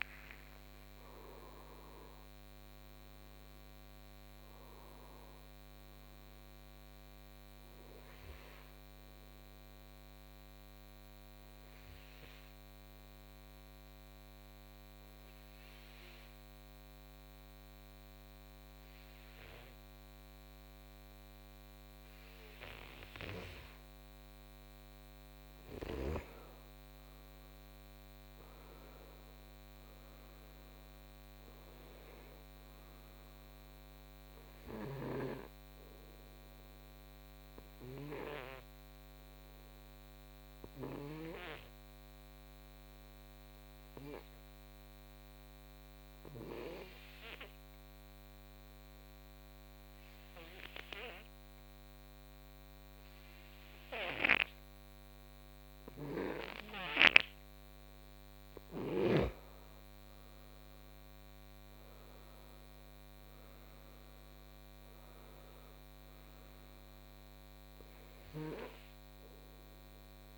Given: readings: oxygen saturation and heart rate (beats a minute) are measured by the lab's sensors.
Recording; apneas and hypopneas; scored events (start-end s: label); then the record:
breathing in sleep by a microphone on the trachea; 2
0.00-1.50 s: arousal
7.00-19.00 s: oxygen desaturation (device-marked, oxygen 92% before, 87% lowest, heart rate 73 before, 58 extreme)
12.00-24.50 s: obstructive apnea (oxygen 94% before, 87% lowest, heart rate 72 before, 60 extreme, up 13 after)
26.50-30.50 s: arousal
31.00-48.00 s: oxygen desaturation (device-marked, oxygen 96% before, 89% lowest, heart rate 63 before, 60 extreme)
41.50-59.00 s: obstructive apnea (oxygen 96% before, 89% lowest, heart rate 68 before, 61 extreme, up 9 after)
58.00-70.38 s: oxygen desaturation (device-marked, oxygen 96% before, 89% lowest, heart rate 63 before, 61 extreme)
60.50-65.00 s: arousal
From the record:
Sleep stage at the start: N2 (light sleep); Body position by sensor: on the right side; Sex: male